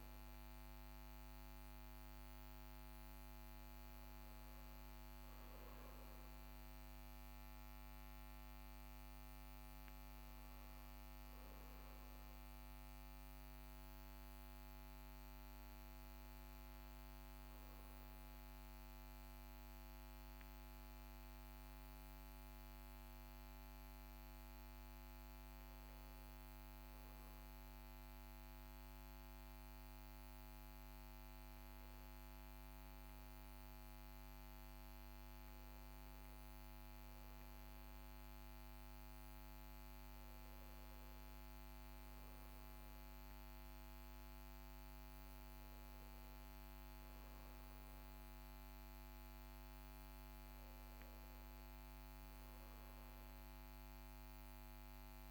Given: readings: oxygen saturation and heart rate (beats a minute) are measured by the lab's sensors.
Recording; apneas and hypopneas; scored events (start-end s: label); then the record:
breathing in sleep, hard to hear, by a microphone on the trachea; none
10.50-40.50 s: new sleep stage, N1 (lightest sleep)
36.50-41.50 s: arousal
40.50-55.31 s: new sleep stage, N2 (light sleep)
From the record:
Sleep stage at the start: REM sleep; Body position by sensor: on the back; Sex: male